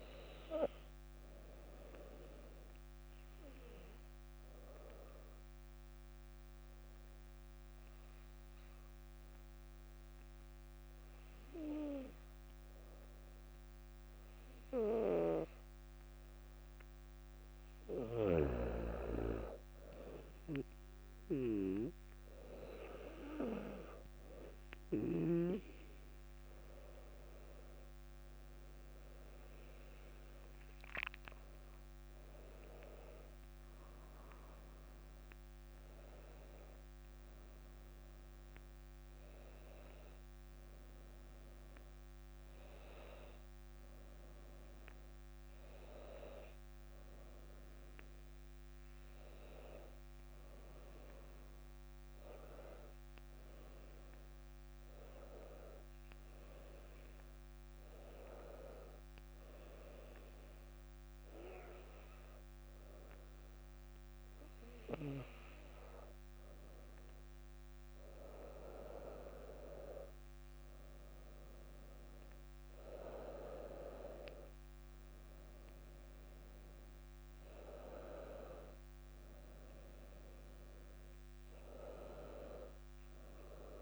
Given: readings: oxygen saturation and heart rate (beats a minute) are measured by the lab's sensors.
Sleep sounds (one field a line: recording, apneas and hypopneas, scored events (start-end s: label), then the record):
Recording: breathing in sleep by a microphone on the trachea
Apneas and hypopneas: 2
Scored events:
0.00-7.50 s: oxygen desaturation (device-marked, oxygen 94% lowest, heart rate 56 extreme)
5.00-18.50 s: obstructive apnea (oxygen 98% before, 95% lowest, heart rate 59 before, 56 extreme, up 4 after)
25.50-40.50 s: oxygen desaturation (device-marked, oxygen 99% before, 95% lowest, heart rate 58 before, 57 extreme)
27.00-32.00 s: arousal
58.50-69.50 s: hypopnea (oxygen 99% before, 94% lowest, heart rate 58 before, 57 extreme, up 0 after)
71.50-83.82 s: oxygen desaturation (device-marked, oxygen 98% before, 94% lowest, heart rate 59 before, 57 extreme)
72.00-75.50 s: arousal
From the record:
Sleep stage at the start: N2 (light sleep)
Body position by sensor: on the back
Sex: female